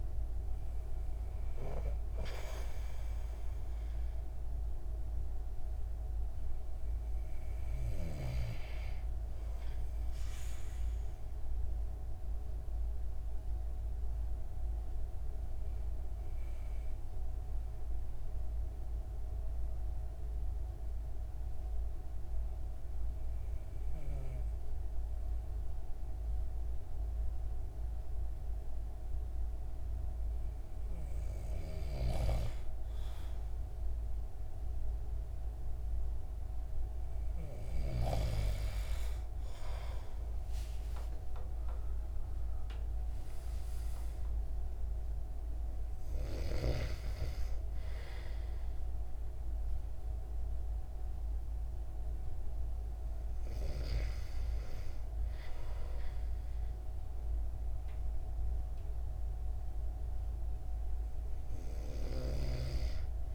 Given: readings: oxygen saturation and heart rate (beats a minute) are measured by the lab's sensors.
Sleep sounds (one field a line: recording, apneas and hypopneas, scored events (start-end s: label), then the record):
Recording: breathing in sleep by a room microphone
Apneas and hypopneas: 1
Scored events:
0.00-2.50 s: arousal
0.00-21.00 s: oxygen desaturation (device-marked, oxygen 92% lowest)
12.00-32.50 s: obstructive apnea (oxygen 98% before, 93% lowest)
40.50-43.50 s: arousal
From the record:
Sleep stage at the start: N2 (light sleep)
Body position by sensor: on the back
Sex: male